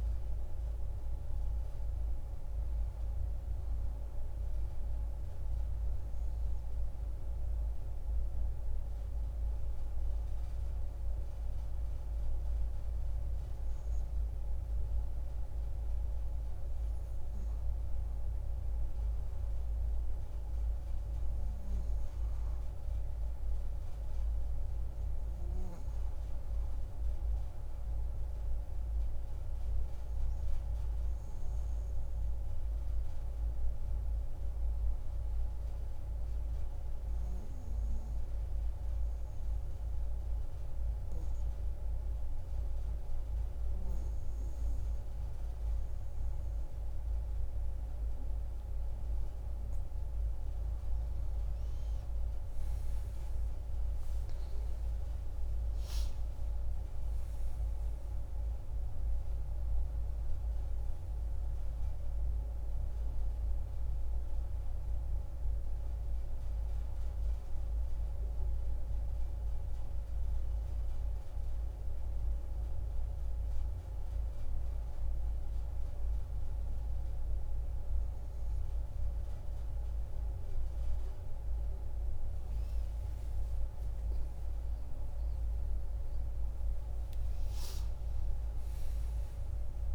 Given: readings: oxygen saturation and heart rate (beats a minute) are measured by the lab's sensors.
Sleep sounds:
breathing in sleep, hard to hear, by a room microphone; 1
37.00-50.00 s: obstructive apnea (oxygen 96% before, 90% lowest)
51.50-54.50 s: arousal
55.00-75.00 s: oxygen desaturation (device-marked, oxygen 94% before, 90% lowest)
69.00-89.95 s: new sleep stage, N1 (lightest sleep)
84.00-88.00 s: arousal
From the record:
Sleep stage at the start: N2 (light sleep); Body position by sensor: on the back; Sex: female

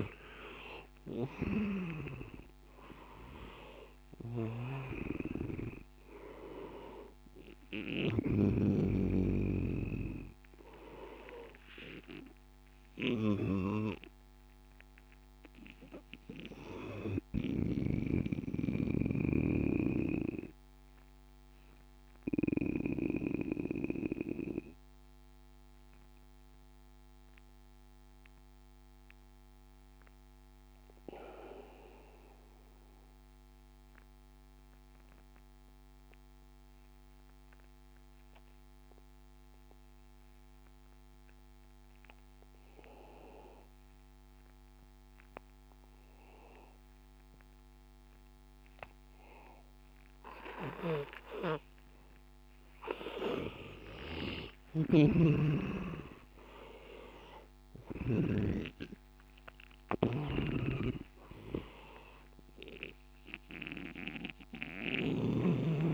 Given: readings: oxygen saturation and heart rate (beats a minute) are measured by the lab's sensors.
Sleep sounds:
breathing in sleep by a microphone on the trachea; 1
0.00-3.00 s: arousal
0.00-29.50 s: oxygen desaturation (device-marked, oxygen 87% lowest, heart rate 72 extreme)
14.50-51.00 s: obstructive apnea (oxygen 97% before, 83% lowest, heart rate 88 before, 72 extreme, up 8 after)
40.50-65.94 s: oxygen desaturation (device-marked, oxygen 99% before, 83% lowest, heart rate 82 before, 71 extreme)
54.50-65.00 s: snoring (device-marked)
55.50-60.00 s: arousal
From the record:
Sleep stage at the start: N2 (light sleep); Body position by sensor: on the back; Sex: male

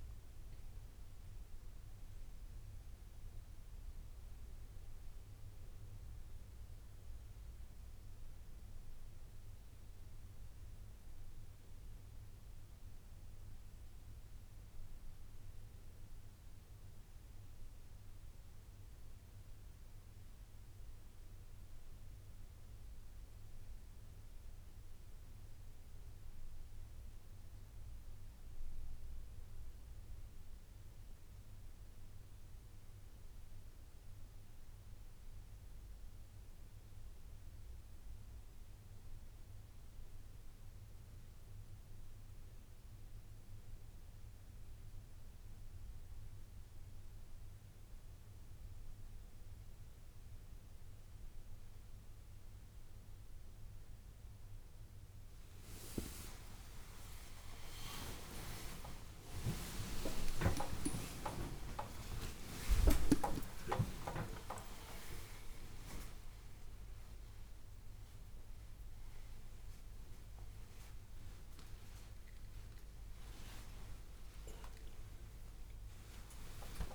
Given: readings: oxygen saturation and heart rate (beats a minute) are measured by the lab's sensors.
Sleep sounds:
a person partly awake in a sleep study, by a room microphone; none
46.50-76.95 s: new sleep stage, awake
From the record:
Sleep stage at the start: N2 (light sleep); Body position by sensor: on the right side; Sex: male

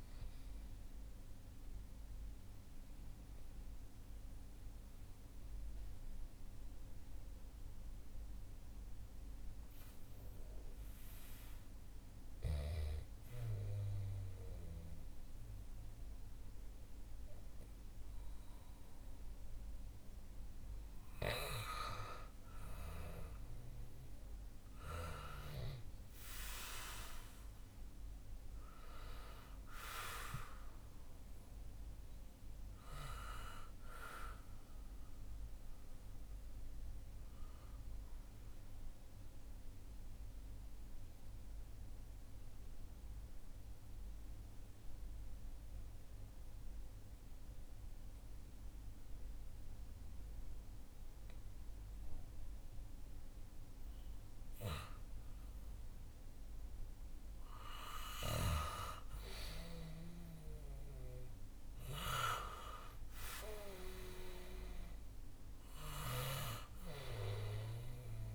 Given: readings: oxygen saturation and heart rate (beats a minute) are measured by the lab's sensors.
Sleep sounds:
breathing in sleep by a room microphone; 2
0.50-10.50 s: mixed apnea (oxygen 91% before, 81% lowest, heart rate 84 before, 62 extreme, up 5 after)
1.00-14.00 s: oxygen desaturation (device-marked, oxygen 87% before, 81% lowest, heart rate 84 before, 62 extreme)
12.00-17.50 s: arousal
35.50-58.00 s: mixed apnea (oxygen 99% before, 93% lowest, heart rate 65 before, 62 extreme, up 4 after)
60.00-68.35 s: oxygen desaturation (device-marked, oxygen 98% before, 93% lowest, heart rate 64 before, 62 extreme)
60.50-64.50 s: arousal
From the record:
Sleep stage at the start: N2 (light sleep); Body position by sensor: on the back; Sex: male

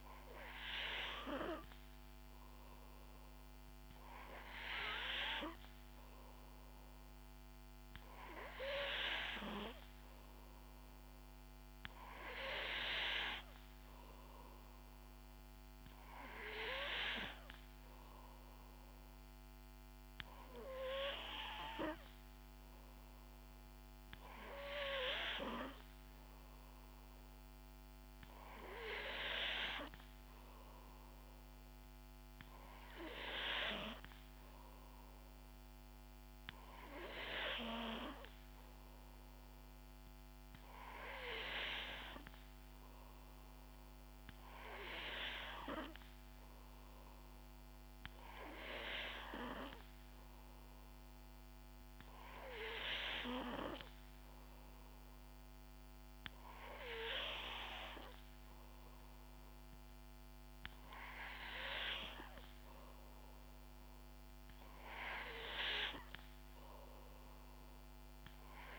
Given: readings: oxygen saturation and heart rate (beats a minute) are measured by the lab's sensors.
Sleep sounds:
breathing in sleep by a microphone on the trachea; none
none scored
From the record:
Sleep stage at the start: N3 (deep sleep); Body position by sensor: on the back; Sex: female

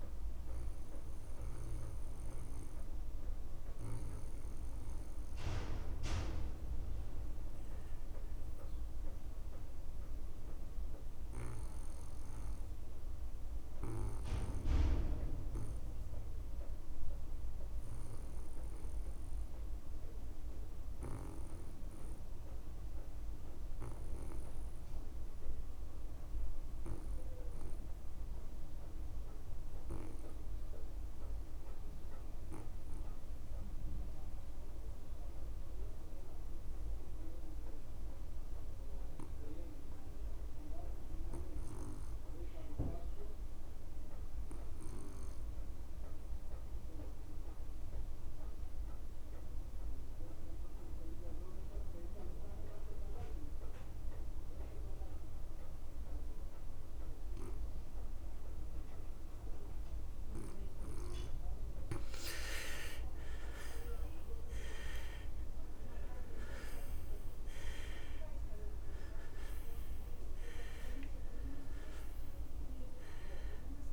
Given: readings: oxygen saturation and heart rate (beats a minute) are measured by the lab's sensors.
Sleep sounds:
breathing in sleep by a room microphone; 1
0.00-16.50 s: oxygen desaturation (device-marked, oxygen 84% lowest)
2.00-60.50 s: obstructive apnea (oxygen 98% before, 71% lowest)
30.50-73.93 s: oxygen desaturation (device-marked, oxygen 99% before, 71% lowest)
63.50-67.50 s: arousal
From the record:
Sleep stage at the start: N2 (light sleep); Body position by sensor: on the back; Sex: male

